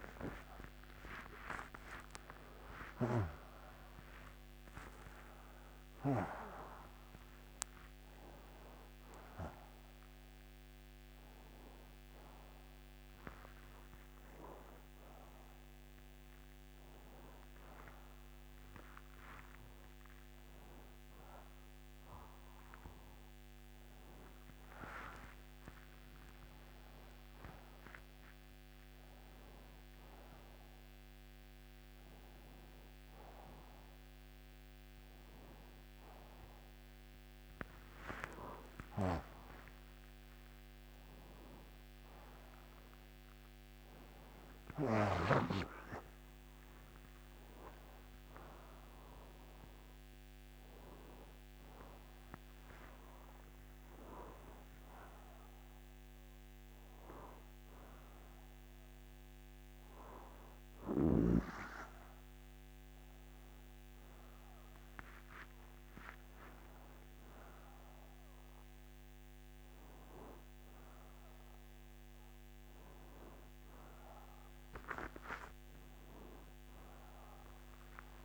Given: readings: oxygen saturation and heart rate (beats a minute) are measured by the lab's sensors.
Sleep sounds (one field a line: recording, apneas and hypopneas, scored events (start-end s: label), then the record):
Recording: a person awake in a sleep study, by a microphone on the trachea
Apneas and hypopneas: none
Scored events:
8.50-13.50 s: oxygen desaturation (device-marked, oxygen 93% before, 90% lowest, heart rate 104 before, 70 extreme)
From the record:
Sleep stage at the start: awake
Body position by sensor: on the right side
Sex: male